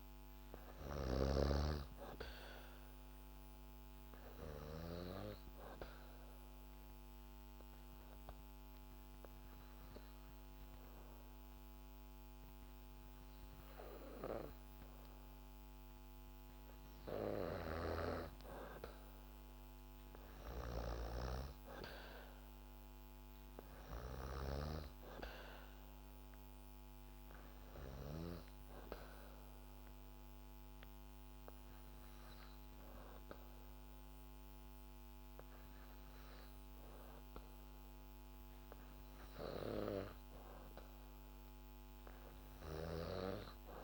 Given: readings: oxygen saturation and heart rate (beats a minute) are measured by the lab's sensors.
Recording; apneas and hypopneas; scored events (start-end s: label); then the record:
breathing in sleep by a microphone on the trachea; 2
0.00-1.00 s: snoring (device-marked)
0.00-1.50 s: arousal
3.00-16.00 s: oxygen desaturation (device-marked, oxygen 98% before, 94% lowest, heart rate 69 before, 63 extreme)
5.00-15.50 s: obstructive apnea (oxygen 98% before, 94% lowest, heart rate 69 before, 63 extreme, up 5 after)
21.00-24.50 s: arousal
28.00-39.50 s: hypopnea (oxygen 98% before, 94% lowest, heart rate 68 before, 63 extreme, up 6 after)
From the record:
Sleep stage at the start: N2 (light sleep); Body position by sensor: on the back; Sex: female